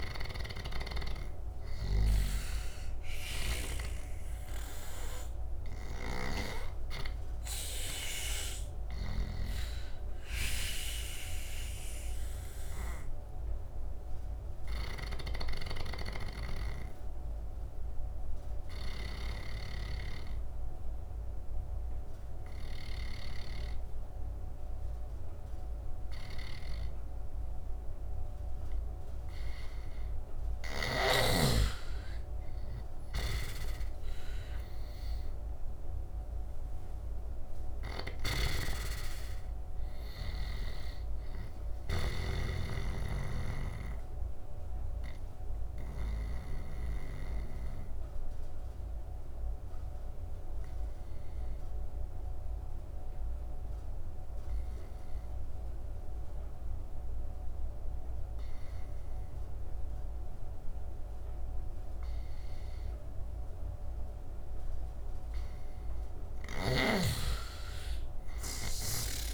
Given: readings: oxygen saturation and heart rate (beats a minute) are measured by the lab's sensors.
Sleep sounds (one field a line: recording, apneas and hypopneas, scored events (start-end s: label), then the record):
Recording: breathing in sleep by a room microphone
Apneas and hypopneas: 2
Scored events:
1.50-19.50 s: snoring (device-marked)
3.50-27.50 s: oxygen desaturation (device-marked, oxygen 99% before, 91% lowest, heart rate 75 before, 73 extreme)
10.50-30.50 s: obstructive apnea (oxygen 99% before, 86% lowest, heart rate 77 before, 73 extreme, up 11 after)
29.50-56.50 s: oxygen desaturation (device-marked, oxygen 97% before, 90% lowest, heart rate 77 before, 73 extreme)
32.00-36.50 s: arousal
33.00-38.00 s: snoring (device-marked)
42.50-46.00 s: snoring (device-marked)
44.50-64.00 s: obstructive apnea (oxygen 97% before, 86% lowest, heart rate 79 before, 73 extreme, up 10 after)
65.50-69.34 s: oxygen desaturation (device-marked, oxygen 99% before, 86% lowest, heart rate 75 before, 72 extreme)
66.50-69.34 s: arousal
From the record:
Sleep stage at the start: N2 (light sleep)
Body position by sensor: on the right side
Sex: male